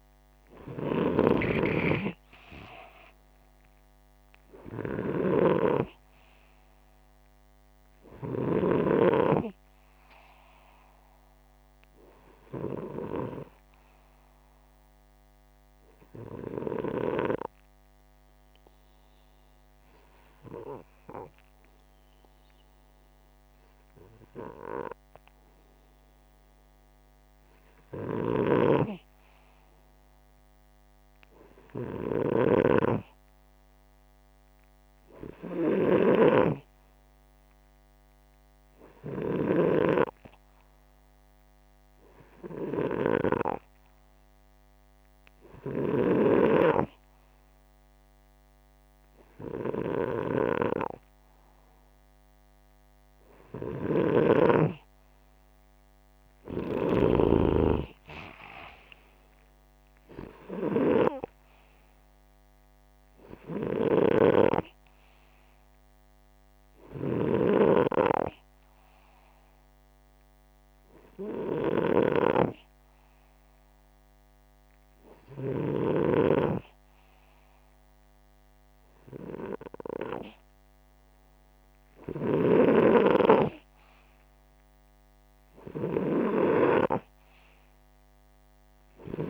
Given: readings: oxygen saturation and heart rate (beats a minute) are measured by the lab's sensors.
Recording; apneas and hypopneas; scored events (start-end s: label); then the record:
breathing in sleep by a microphone on the trachea; 1
0.00-8.50 s: snoring (device-marked)
15.50-27.50 s: obstructive apnea (oxygen 95% before, 92% lowest, heart rate 64 before, 61 extreme, up 5 after)
28.00-32.50 s: snoring (device-marked)
29.50-33.50 s: arousal
51.50-69.50 s: oxygen desaturation (device-marked, oxygen 96% before, 92% lowest, heart rate 64 before, 64 extreme)
63.50-67.00 s: snoring (device-marked)
From the record:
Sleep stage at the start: N2 (light sleep); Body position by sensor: upright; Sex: male